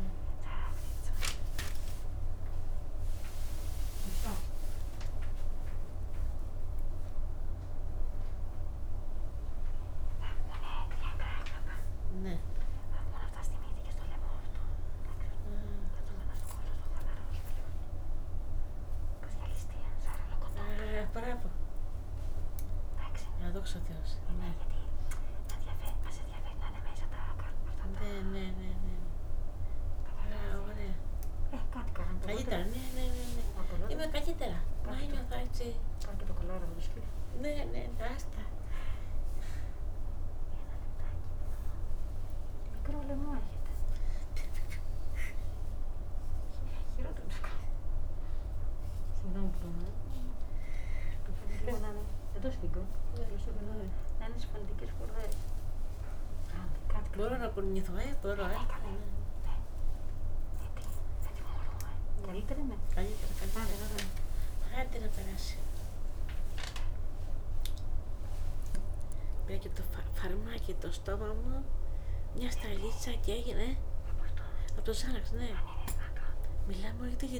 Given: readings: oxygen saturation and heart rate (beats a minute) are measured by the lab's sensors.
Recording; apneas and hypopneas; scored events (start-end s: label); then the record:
a person awake in a sleep study, by a room microphone; none
29.50-34.50 s: snoring (device-marked)
From the record:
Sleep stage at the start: awake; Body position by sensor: on the back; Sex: female